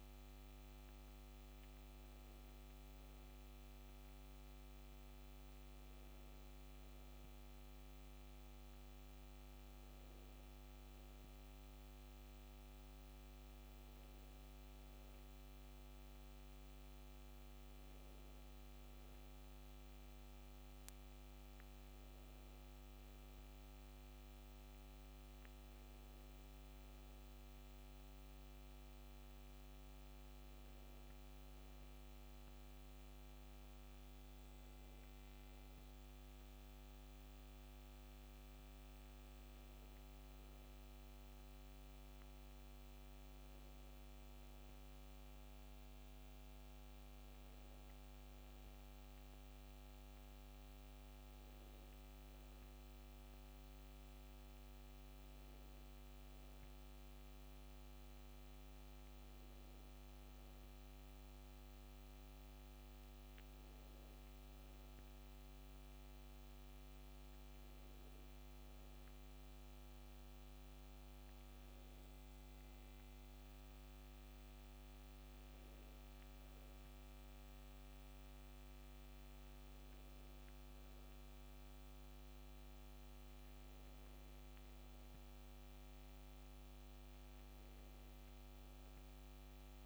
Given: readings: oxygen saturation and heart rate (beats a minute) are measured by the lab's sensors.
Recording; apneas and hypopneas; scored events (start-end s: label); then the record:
breathing in sleep, hard to hear, by a microphone on the trachea; none
none scored
From the record:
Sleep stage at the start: N2 (light sleep); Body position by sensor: on the back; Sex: female